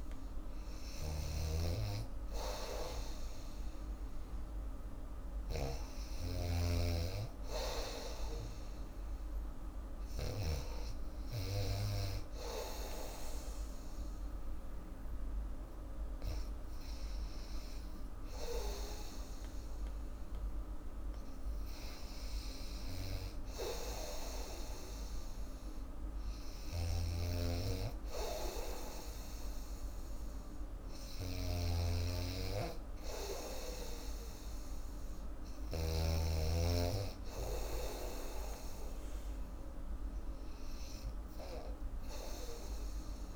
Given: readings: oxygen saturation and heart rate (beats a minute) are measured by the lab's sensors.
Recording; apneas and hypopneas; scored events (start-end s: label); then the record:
breathing in sleep by a room microphone; none
0.00-10.50 s: snoring (device-marked)
26.50-36.00 s: snoring (device-marked)
From the record:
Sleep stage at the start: N2 (light sleep); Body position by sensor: on the back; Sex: female